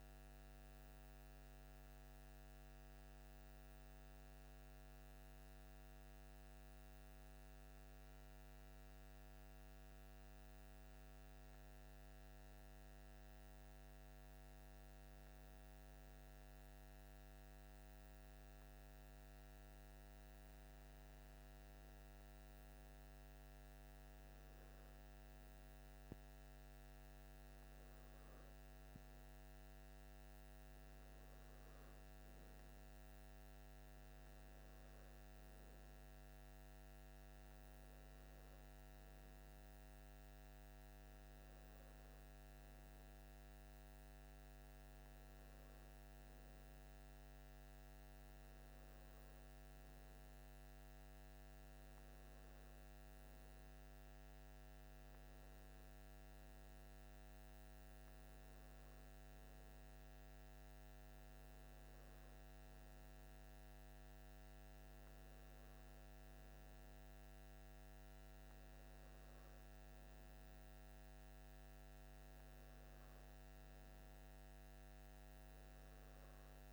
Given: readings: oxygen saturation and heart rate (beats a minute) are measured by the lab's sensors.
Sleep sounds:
breathing in sleep, hard to hear, by a microphone on the trachea; none
none scored
From the record:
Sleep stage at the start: N2 (light sleep); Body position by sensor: on the left side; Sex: male

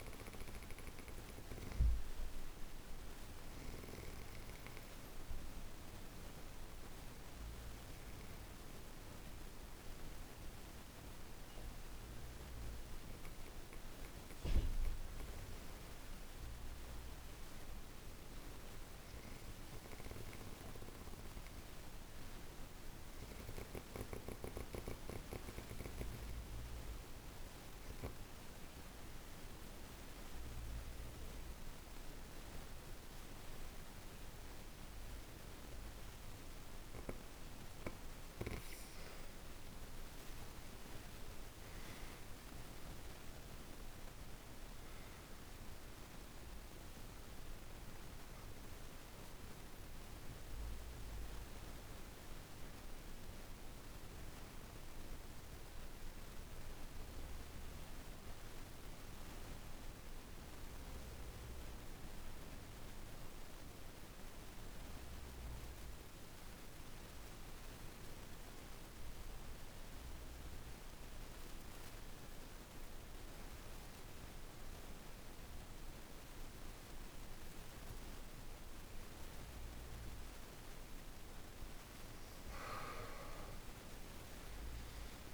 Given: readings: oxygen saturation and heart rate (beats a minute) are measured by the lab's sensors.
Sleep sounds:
breathing in sleep, hard to hear, by a room microphone; 2
0.00-8.50 s: oxygen desaturation (device-marked, oxygen 92% lowest, heart rate 35 extreme)
16.00-20.50 s: arousal
24.50-38.00 s: hypopnea (oxygen 95% before, 90% lowest, heart rate 47 before, 34 extreme, up 3 after)
40.50-45.50 s: arousal
52.00-79.00 s: obstructive apnea (oxygen 95% before, 90% lowest, heart rate 39 before, 28 extreme, up 5 after)
74.50-85.34 s: oxygen desaturation (device-marked, oxygen 98% before, 90% lowest, heart rate 42 before, 28 extreme)
82.00-85.00 s: arousal
From the record:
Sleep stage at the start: N2 (light sleep); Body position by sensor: on the back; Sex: female

